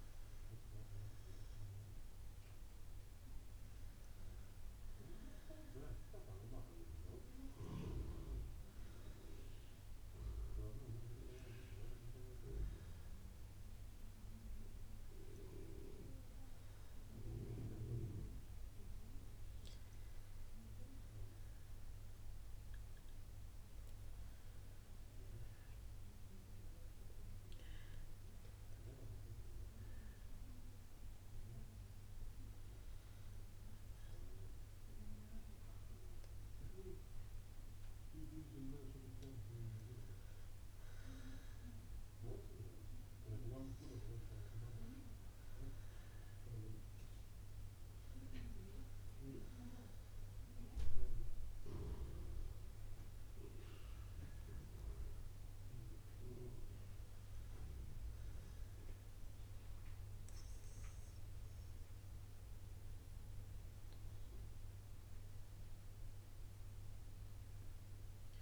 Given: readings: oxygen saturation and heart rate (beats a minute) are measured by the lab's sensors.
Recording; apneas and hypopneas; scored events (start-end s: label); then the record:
breathing in sleep by a room microphone; 1
22.00-25.50 s: arousal
29.50-40.50 s: hypopnea (oxygen 91% before, 85% lowest, heart rate 63 before, 60 extreme, up 1 after)
43.50-48.00 s: arousal
49.50-63.50 s: oxygen desaturation (device-marked, oxygen 91% before, 87% lowest, heart rate 61 before, 60 extreme)
From the record:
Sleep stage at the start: N2 (light sleep); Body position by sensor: on the right side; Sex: female